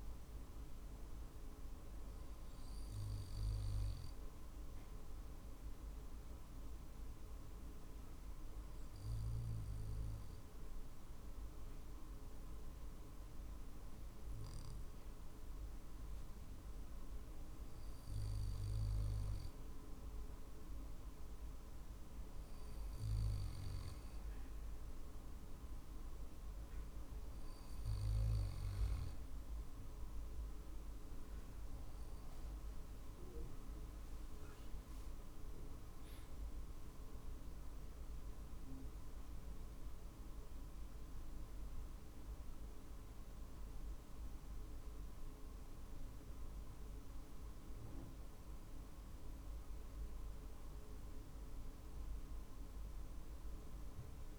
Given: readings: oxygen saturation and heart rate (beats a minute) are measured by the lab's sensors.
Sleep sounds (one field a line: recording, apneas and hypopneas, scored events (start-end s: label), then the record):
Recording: breathing in sleep, hard to hear, by a room microphone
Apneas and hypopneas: 1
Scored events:
0.00-5.00 s: drop in pulse transit time (device-marked, heart rate 47 extreme)
4.00-21.50 s: obstructive apnea (oxygen 96% before, 93% lowest, heart rate 48 before, 47 extreme, up 1 after)
25.00-48.00 s: drop in pulse transit time (device-marked, heart rate 47 before, 48 extreme)
32.00-37.50 s: arousal
From the record:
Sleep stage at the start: N2 (light sleep)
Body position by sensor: on the back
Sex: male